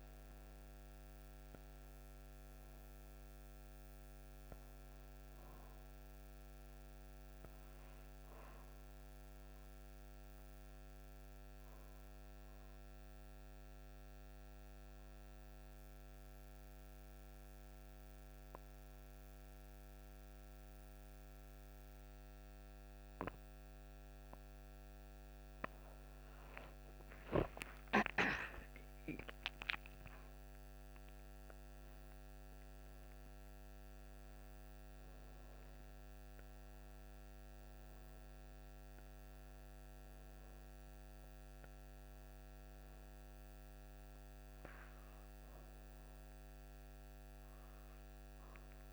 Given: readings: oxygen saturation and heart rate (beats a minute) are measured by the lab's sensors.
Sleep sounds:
breathing in sleep, hard to hear, by a microphone on the trachea; 1
0.00-18.50 s: oxygen desaturation (device-marked, oxygen 82% lowest)
9.00-24.50 s: obstructive apnea (oxygen 98% before, 82% lowest)
26.50-32.00 s: arousal
33.50-48.93 s: oxygen desaturation (device-marked, oxygen 98% before, 92% lowest)
From the record:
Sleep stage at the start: N2 (light sleep); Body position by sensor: on the back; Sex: female

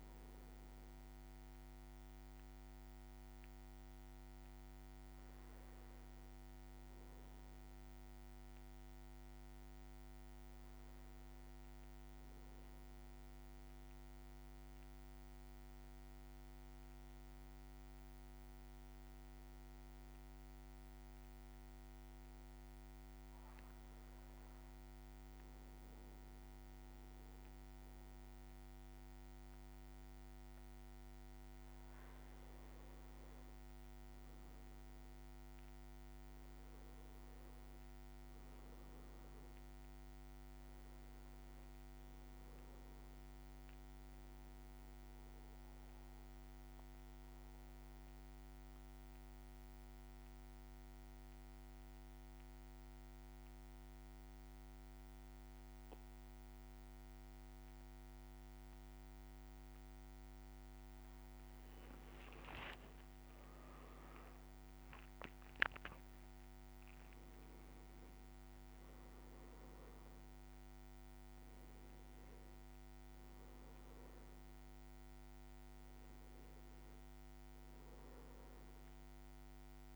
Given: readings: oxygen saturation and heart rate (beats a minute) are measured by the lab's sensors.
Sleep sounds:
breathing in sleep, hard to hear, by a microphone on the trachea; 2
0.00-33.00 s: bradycardia (device-marked, heart rate 56 extreme)
4.00-8.50 s: arousal
5.50-8.00 s: leg movement (device-marked)
12.50-31.50 s: obstructive apnea (oxygen 100% before, 95% lowest, heart rate 59 before, 55 extreme, up 5 after)
30.00-57.00 s: oxygen desaturation (device-marked, oxygen 99% before, 95% lowest, heart rate 57 before, 55 extreme)
33.00-35.50 s: leg movement (device-marked)
33.50-38.00 s: arousal
40.00-61.00 s: bradycardia (device-marked, heart rate 58 before, 55 extreme)
43.00-60.50 s: central apnea (oxygen 99% before, 95% lowest, heart rate 59 before, 54 extreme, up 8 after)
61.00-63.50 s: leg movement (device-marked)
63.50-70.00 s: arousal
70.00-79.96 s: bradycardia (device-marked, heart rate 58 before, 54 extreme)
From the record:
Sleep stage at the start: N1 (lightest sleep); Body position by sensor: on the back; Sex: male

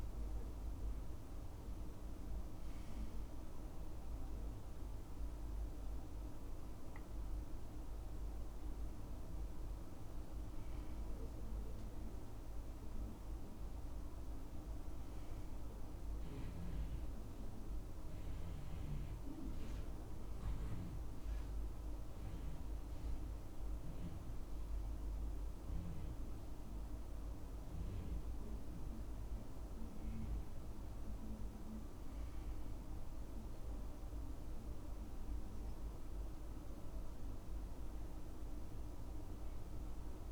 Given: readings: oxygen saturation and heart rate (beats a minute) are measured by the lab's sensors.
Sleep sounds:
breathing in sleep, hard to hear, by a room microphone; none
none scored
From the record:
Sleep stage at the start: N2 (light sleep); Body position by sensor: on the right side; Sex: male

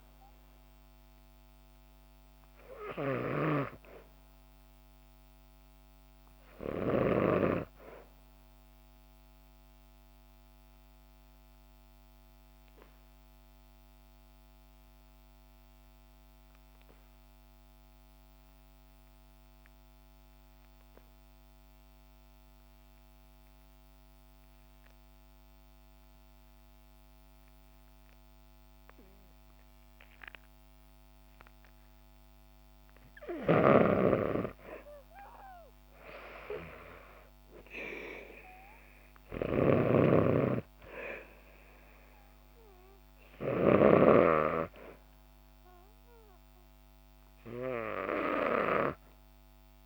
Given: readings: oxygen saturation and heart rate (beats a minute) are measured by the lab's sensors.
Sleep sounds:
breathing in sleep by a microphone on the trachea; 1
0.00-7.50 s: snoring (device-marked)
0.00-14.00 s: oxygen desaturation (device-marked, oxygen 95% before, 91% lowest, heart rate 64 before, 59 extreme)
9.50-32.50 s: obstructive apnea (oxygen 97% before, 82% lowest, heart rate 63 before, 59 extreme, up 10 after)
29.00-49.86 s: oxygen desaturation (device-marked, oxygen 98% before, 82% lowest, heart rate 63 before, 57 extreme)
34.00-36.50 s: arousal
39.50-44.00 s: snoring (device-marked)
From the record:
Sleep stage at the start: N2 (light sleep); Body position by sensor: on the back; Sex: female

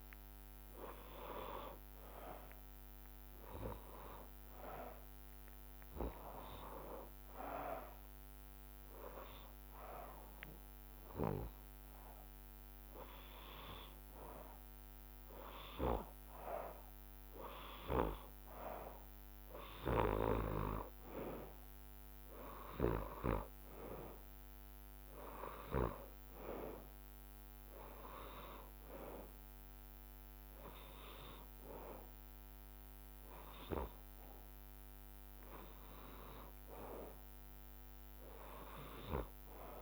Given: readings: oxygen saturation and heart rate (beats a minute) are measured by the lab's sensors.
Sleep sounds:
breathing in sleep by a microphone on the trachea; 1
1.00-4.50 s: arousal
7.50-17.50 s: hypopnea (oxygen 97% before, 94% lowest, heart rate 63 before, 60 extreme)
23.00-26.50 s: arousal
From the record:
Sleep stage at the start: N2 (light sleep); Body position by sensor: on the back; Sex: male

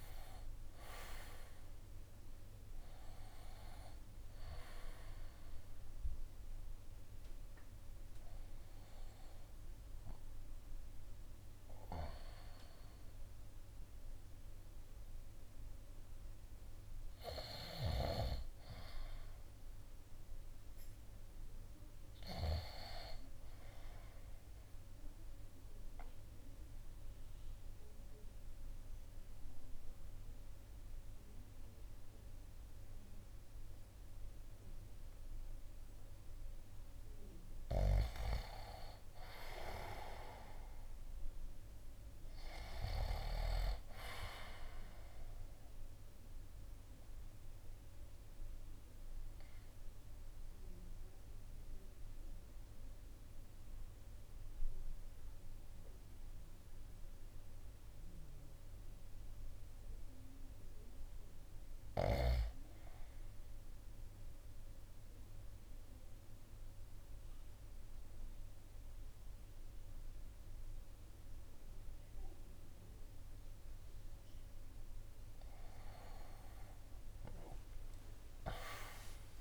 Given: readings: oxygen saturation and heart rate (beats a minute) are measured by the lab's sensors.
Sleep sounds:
breathing in sleep by a room microphone; 2
0.00-12.50 s: drop in pulse transit time (device-marked, heart rate 65 extreme)
1.50-27.50 s: oxygen desaturation (device-marked, oxygen 94% before, 79% lowest, heart rate 57 before, 60 extreme)
24.00-36.00 s: obstructive apnea (oxygen 94% before, 83% lowest, heart rate 65 before, 56 extreme, up 1 after)
38.50-41.50 s: arousal
45.00-73.50 s: obstructive apnea (oxygen 99% before, 88% lowest, heart rate 61 before, 52 extreme, up 12 after)
46.50-63.50 s: oxygen desaturation (device-marked, oxygen 97% before, 91% lowest, heart rate 61 before, 52 extreme)
75.50-79.41 s: arousal
75.50-79.41 s: oxygen desaturation (device-marked, oxygen 97% before, 88% lowest, heart rate 55 before, 55 extreme)
77.50-79.41 s: drop in pulse transit time (device-marked, heart rate 55 before, 57 extreme)
From the record:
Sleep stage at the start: REM sleep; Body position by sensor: on the right side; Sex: male

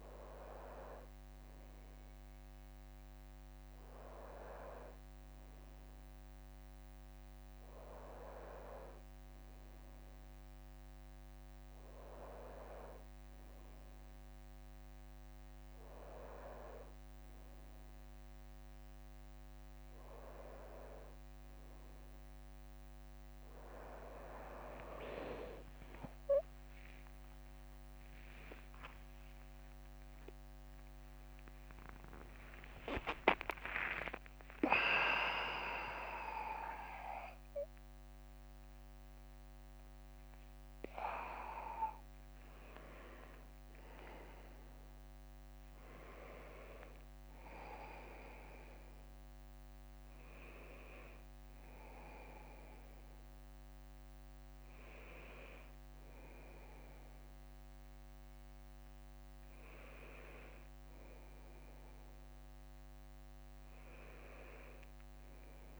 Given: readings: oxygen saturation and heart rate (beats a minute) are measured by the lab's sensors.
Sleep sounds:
breathing in sleep by a microphone on the trachea; none
23.50-25.50 s: leg movement (device-marked)
25.50-27.50 s: long interval between heartbeats (device-marked, heart rate 63 before, 70 extreme)
26.00 s: drop in pulse transit time (device-marked)
26.50-32.00 s: arousal
27.50-33.50 s: leg movement (device-marked)
28.00-46.00 s: drop in pulse transit time (device-marked, heart rate 64 before, 62 extreme)
33.00-35.00 s: long interval between heartbeats (device-marked, heart rate 66 before, 67 extreme)
36.50-42.00 s: leg movement (device-marked)
From the record:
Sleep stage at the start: N1 (lightest sleep); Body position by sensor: on the back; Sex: male

